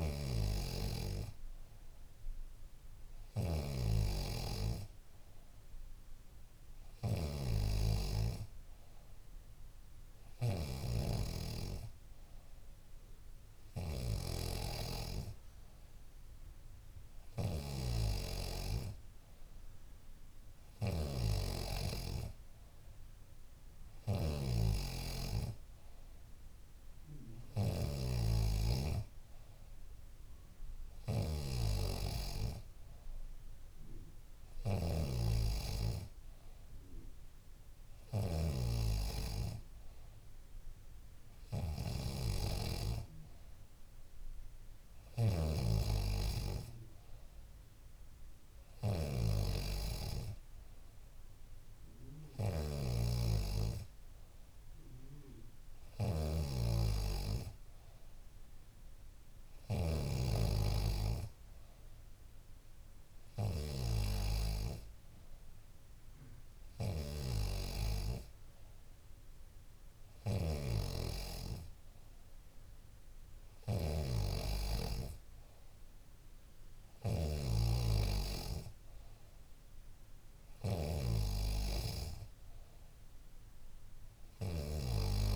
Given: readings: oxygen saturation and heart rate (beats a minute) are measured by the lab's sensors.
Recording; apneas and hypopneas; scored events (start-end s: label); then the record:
breathing in sleep by a room microphone; none
0.00-60.00 s: snoring (device-marked)
67.50-69.50 s: long interval between heartbeats (device-marked, heart rate 72 before, 89 extreme)
69.50-74.00 s: arousal
70.50-85.35 s: snoring (device-marked)
83.50-85.35 s: long interval between heartbeats (device-marked, heart rate 76 before, 79 extreme)
From the record:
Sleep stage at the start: N3 (deep sleep); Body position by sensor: on the back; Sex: female